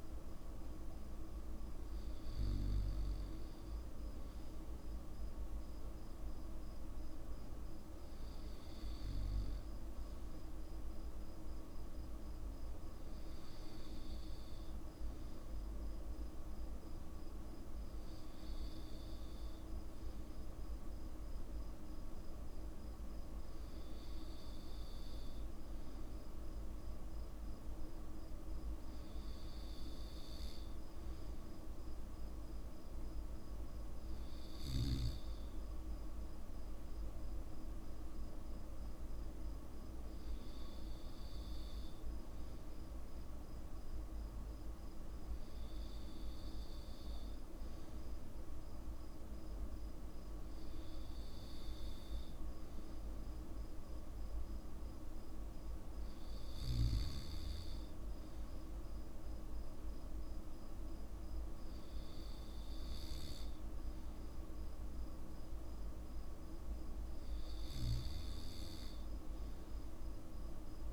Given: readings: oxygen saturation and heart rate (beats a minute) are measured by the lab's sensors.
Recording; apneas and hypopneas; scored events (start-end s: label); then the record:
breathing in sleep, hard to hear, by a room microphone; none
none scored
From the record:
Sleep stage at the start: N2 (light sleep); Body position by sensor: on the back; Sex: male